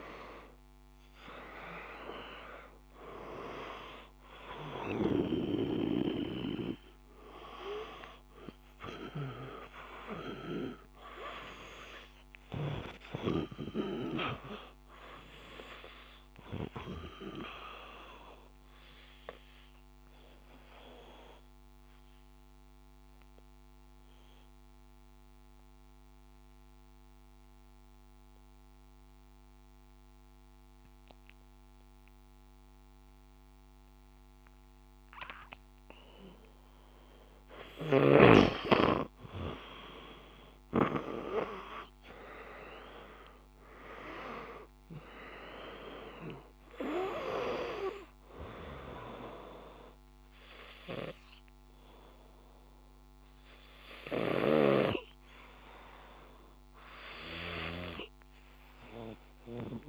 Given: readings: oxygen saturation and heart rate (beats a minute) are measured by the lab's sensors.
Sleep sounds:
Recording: breathing in sleep by a microphone on the trachea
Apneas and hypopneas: 1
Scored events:
2.00-9.00 s: oxygen desaturation (device-marked, oxygen 97% before, 93% lowest, heart rate 56 before, 55 extreme)
15.00-27.00 s: oxygen desaturation (device-marked, oxygen 94% before, 90% lowest, heart rate 58 before, 54 extreme)
18.00-36.50 s: obstructive apnea (oxygen 97% before, 90% lowest, heart rate 58 before, 54 extreme, up 4 after)
40.00-44.00 s: arousal
46.00-59.89 s: oxygen desaturation (device-marked, oxygen 97% before, 90% lowest, heart rate 56 before, 54 extreme)
From the record:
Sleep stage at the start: N2 (light sleep)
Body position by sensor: on the back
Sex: male

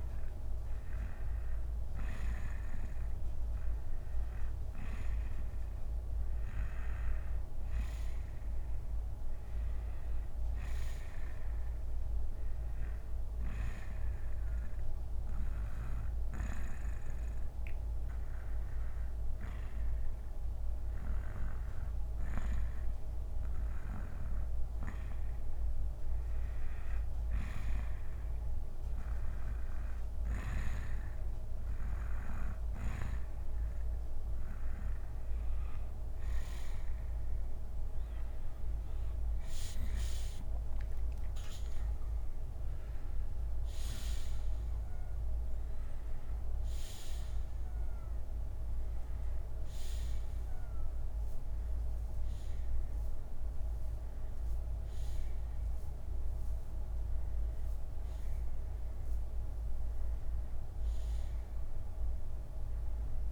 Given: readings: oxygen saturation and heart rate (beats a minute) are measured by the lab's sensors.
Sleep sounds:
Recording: breathing in sleep by a room microphone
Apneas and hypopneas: 1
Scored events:
12.00-24.50 s: hypopnea (oxygen 94% before, 90% lowest, heart rate 71 before, 54 extreme, up 1 after)
29.00-32.00 s: bradycardia (device-marked, heart rate 70 before, 62 extreme)
46.50-51.50 s: arousal
59.00-63.32 s: bradycardia (device-marked, heart rate 69 before, 49 extreme)
From the record:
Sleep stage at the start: N2 (light sleep)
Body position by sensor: on the back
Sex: male

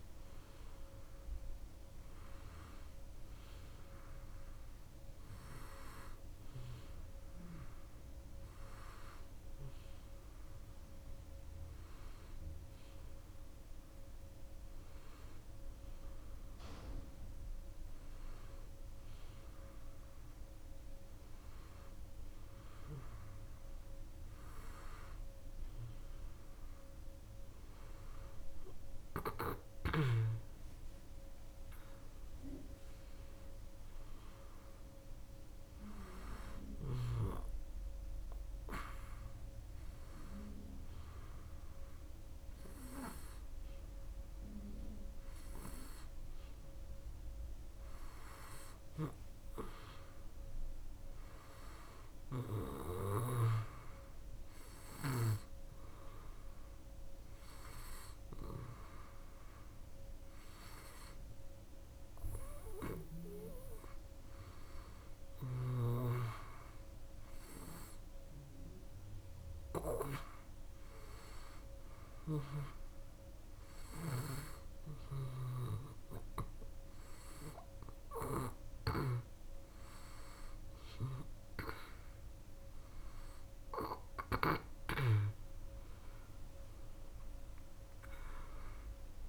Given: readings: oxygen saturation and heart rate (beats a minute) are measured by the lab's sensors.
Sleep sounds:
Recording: breathing in sleep by a room microphone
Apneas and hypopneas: none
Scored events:
65.50-70.00 s: snoring (device-marked)
From the record:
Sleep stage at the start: N2 (light sleep)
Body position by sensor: on the back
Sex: female

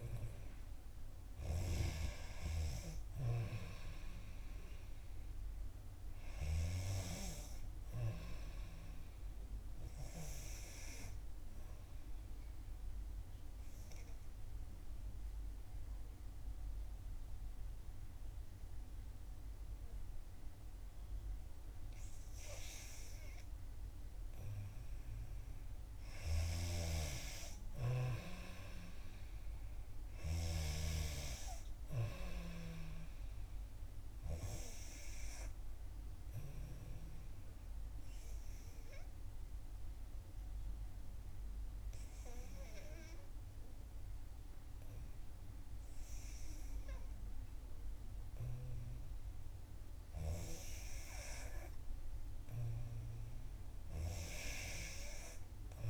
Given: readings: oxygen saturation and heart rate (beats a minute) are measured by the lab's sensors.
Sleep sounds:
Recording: breathing in sleep by a room microphone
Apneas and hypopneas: 2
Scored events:
12.00-25.00 s: obstructive apnea (oxygen 94% before, 90% lowest, heart rate 63 before, 61 extreme, up 5 after)
26.00-30.00 s: arousal
29.50-46.50 s: oxygen desaturation (device-marked, oxygen 94% before, 90% lowest, heart rate 62 before, 58 extreme)
37.00-50.00 s: obstructive apnea (oxygen 94% before, 90% lowest, heart rate 64 before, 58 extreme, up 3 after)
51.50-55.00 s: arousal
54.50-55.89 s: oxygen desaturation (device-marked, oxygen 94% before, 90% lowest, heart rate 64 before, 58 extreme)
From the record:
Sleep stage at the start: N3 (deep sleep)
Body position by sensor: on the back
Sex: female

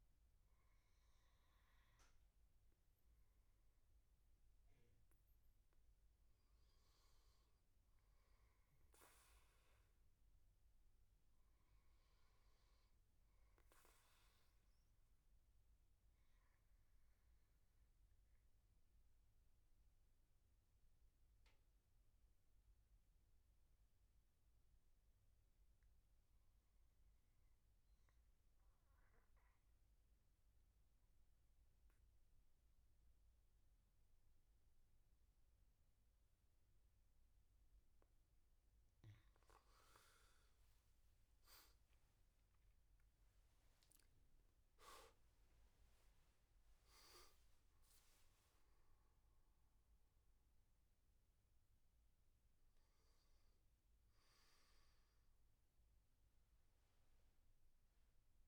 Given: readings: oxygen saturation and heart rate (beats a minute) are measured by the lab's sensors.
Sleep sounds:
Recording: breathing in sleep, hard to hear, by a room microphone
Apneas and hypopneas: 1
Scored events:
6.50-10.50 s: arousal
16.00-37.50 s: mixed apnea (oxygen 98% before, 88% lowest, heart rate 77 before, 78 extreme, up 15 after)
33.00-57.00 s: oxygen desaturation (device-marked, oxygen 97% before, 88% lowest, heart rate 80 before, 73 extreme)
39.00-42.50 s: arousal
48.00-58.48 s: new sleep stage, N1 (lightest sleep)
From the record:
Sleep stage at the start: N2 (light sleep)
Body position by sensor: on the back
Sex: male

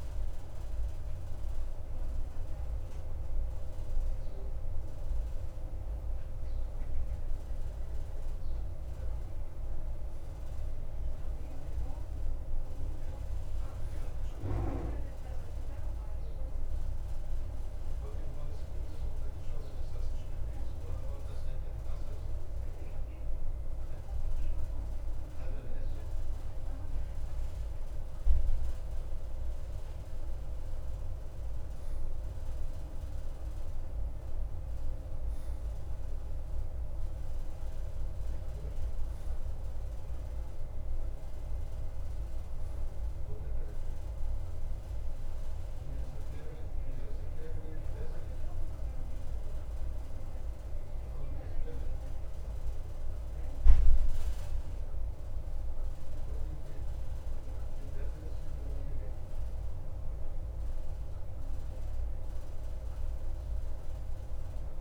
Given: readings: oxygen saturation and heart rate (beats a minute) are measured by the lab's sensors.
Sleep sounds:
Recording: breathing in sleep, hard to hear, by a room microphone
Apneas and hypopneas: none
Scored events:
0.00-3.00 s: arousal
15.50-64.81 s: new sleep stage, REM sleep
From the record:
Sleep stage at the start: N2 (light sleep)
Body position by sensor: on the right side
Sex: male

